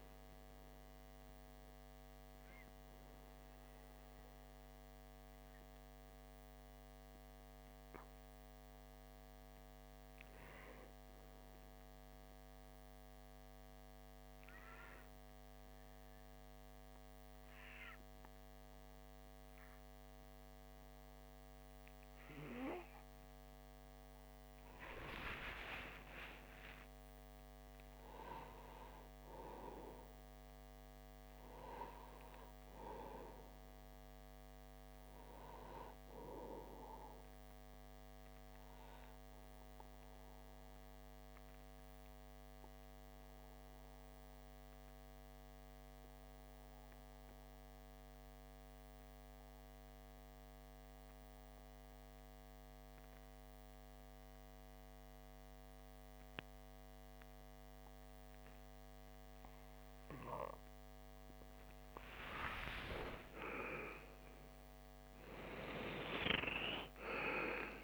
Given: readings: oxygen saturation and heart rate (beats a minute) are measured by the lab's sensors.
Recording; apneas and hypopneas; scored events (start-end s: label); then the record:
breathing in sleep by a microphone on the trachea; 2
0.00-4.00 s: oxygen desaturation (device-marked, oxygen 94% lowest)
0.50-23.50 s: hypopnea (oxygen 98% before, 94% lowest)
24.50-29.00 s: arousal
40.00-60.50 s: obstructive apnea (oxygen 98% before, 94% lowest)
62.00-67.50 s: arousal
From the record:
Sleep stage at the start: N2 (light sleep); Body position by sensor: on the back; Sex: male